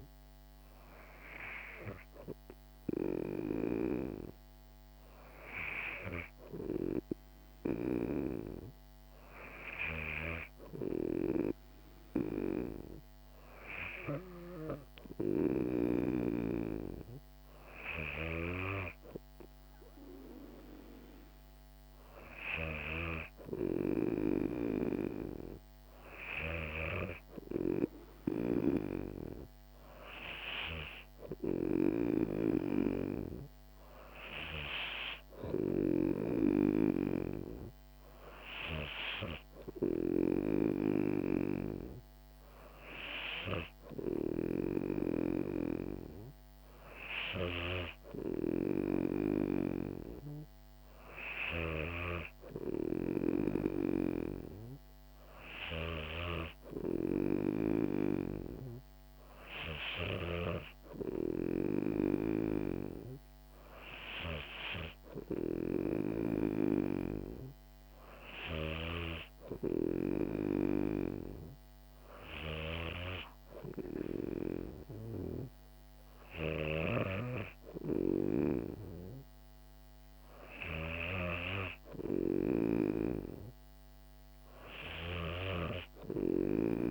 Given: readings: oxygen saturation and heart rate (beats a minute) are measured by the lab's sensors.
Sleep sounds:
breathing in sleep by a microphone on the trachea; none
none scored
From the record:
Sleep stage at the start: N2 (light sleep); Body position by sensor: on the back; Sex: female

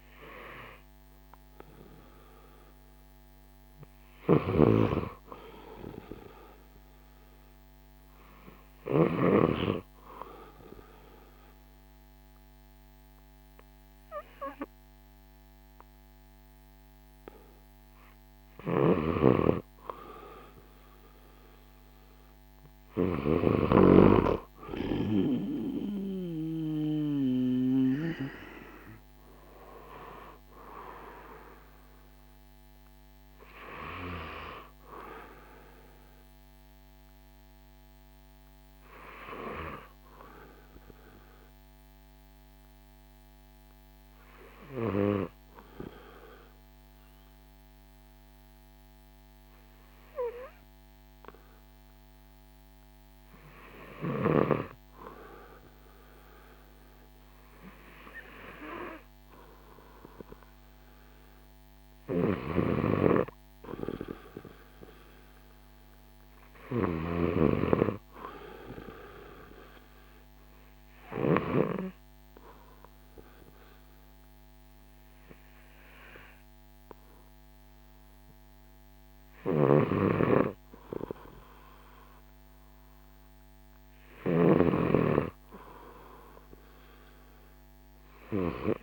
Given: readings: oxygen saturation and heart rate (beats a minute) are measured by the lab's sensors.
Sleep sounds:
breathing in sleep by a microphone on the trachea; 2
4.00-9.00 s: snoring (device-marked)
10.00-20.00 s: obstructive apnea (oxygen 94% before, 91% lowest, heart rate 61 before, 57 extreme, up 5 after)
18.50-28.00 s: snoring (device-marked)
21.00-24.00 s: arousal
25.00-39.00 s: drop in pulse transit time (device-marked, heart rate 60 before, 59 extreme)
43.00-60.50 s: hypopnea (oxygen 94% before, 91% lowest, heart rate 63 before, 58 extreme, up 4 after)
62.00-71.50 s: snoring (device-marked)
63.00-66.00 s: arousal
67.00-88.83 s: oxygen desaturation (device-marked, oxygen 97% before, 91% lowest, heart rate 60 before, 56 extreme)
79.00-88.83 s: snoring (device-marked)
From the record:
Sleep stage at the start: N2 (light sleep); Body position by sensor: on the left side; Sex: male

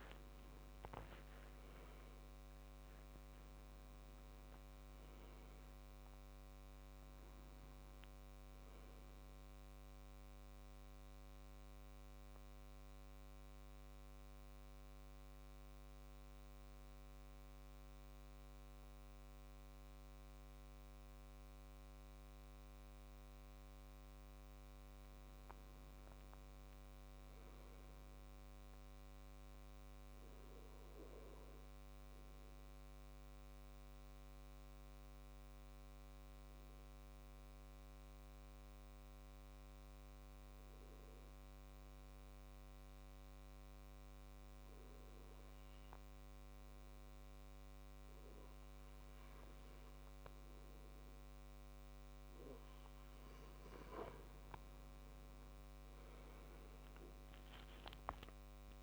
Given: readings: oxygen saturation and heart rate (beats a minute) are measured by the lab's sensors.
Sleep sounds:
breathing in sleep, hard to hear, by a microphone on the trachea; 2
9.50-24.50 s: mixed apnea (oxygen 98% before, 92% lowest, heart rate 80 before, 65 extreme, up 5 after)
26.00-29.00 s: arousal
33.50-51.50 s: obstructive apnea (oxygen 99% before, 92% lowest, heart rate 70 before, 65 extreme, up 11 after)
34.00-46.00 s: oxygen desaturation (device-marked, oxygen 99% before, 94% lowest, heart rate 70 before, 65 extreme)
54.00-58.83 s: oxygen desaturation (device-marked, oxygen 96% before, 92% lowest, heart rate 67 before, 63 extreme)
55.00-58.83 s: arousal
From the record:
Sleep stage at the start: N2 (light sleep); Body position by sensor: on the back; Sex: male

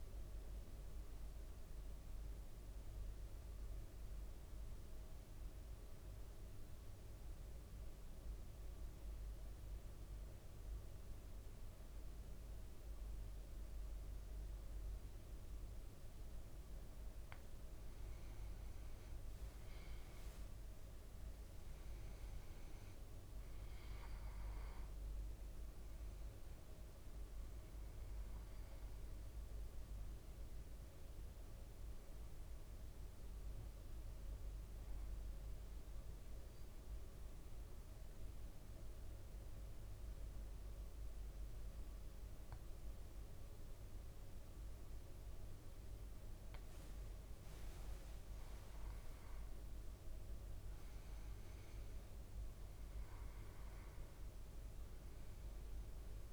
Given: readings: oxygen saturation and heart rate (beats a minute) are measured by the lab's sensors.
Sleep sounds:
breathing in sleep, hard to hear, by a room microphone; 2
0.00-18.50 s: bradycardia (device-marked, heart rate 55 extreme)
1.50-16.00 s: central apnea (oxygen 99% before, 95% lowest, heart rate 59 before, 54 extreme, up 6 after)
6.50-56.33 s: new sleep stage, N2 (light sleep)
18.50-21.00 s: leg movement (device-marked)
19.00-24.00 s: arousal
25.50-42.50 s: oxygen desaturation (device-marked, oxygen 98% before, 95% lowest, heart rate 57 before, 54 extreme)
25.50-47.50 s: bradycardia (device-marked, heart rate 58 before, 54 extreme)
30.50-47.00 s: mixed apnea (oxygen 98% before, 95% lowest, heart rate 58 before, 54 extreme, up 7 after)
45.50-48.50 s: leg movement (device-marked)
50.50-56.33 s: arousal
From the record:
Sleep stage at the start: N1 (lightest sleep); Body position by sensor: on the back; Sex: male

